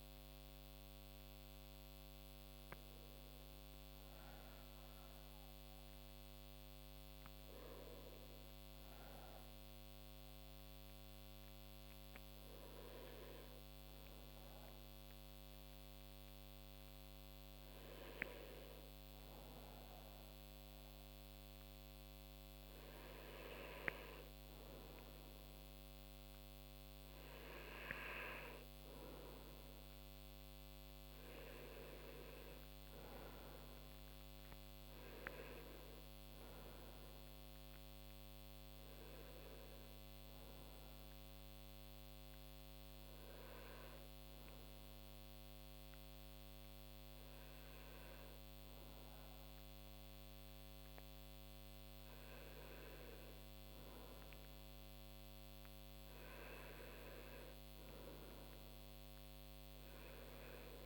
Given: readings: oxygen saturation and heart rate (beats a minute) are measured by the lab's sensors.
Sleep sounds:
breathing in sleep, hard to hear, by a microphone on the trachea; 2
5.50-22.50 s: hypopnea (oxygen 98% before, 92% lowest)
19.50-53.50 s: oxygen desaturation (device-marked, oxygen 96% before, 92% lowest)
25.50-29.50 s: arousal
40.00-51.00 s: hypopnea (oxygen 96% before, 89% lowest)
54.00-58.50 s: arousal
From the record:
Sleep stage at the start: N1 (lightest sleep); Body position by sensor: on the right side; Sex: male

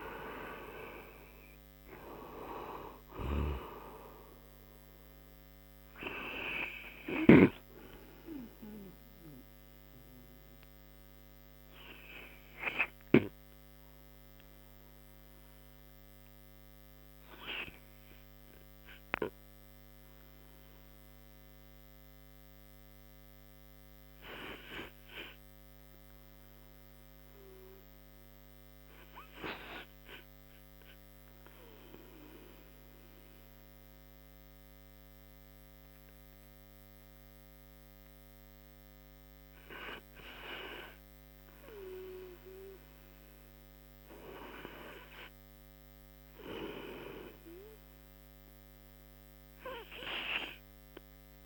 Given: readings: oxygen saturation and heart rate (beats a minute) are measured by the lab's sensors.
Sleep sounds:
breathing in sleep by a microphone on the trachea; 1
0.00-3.50 s: arousal
0.00-28.00 s: oxygen desaturation (device-marked, oxygen 84% lowest)
11.00-39.50 s: obstructive apnea (oxygen 96% before, 79% lowest)
41.50-45.00 s: arousal
42.00-51.46 s: new sleep stage, REM sleep
49.00-51.46 s: oxygen desaturation (device-marked, oxygen 96% before, 91% lowest)
From the record:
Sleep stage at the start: N2 (light sleep); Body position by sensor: on the right side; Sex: male

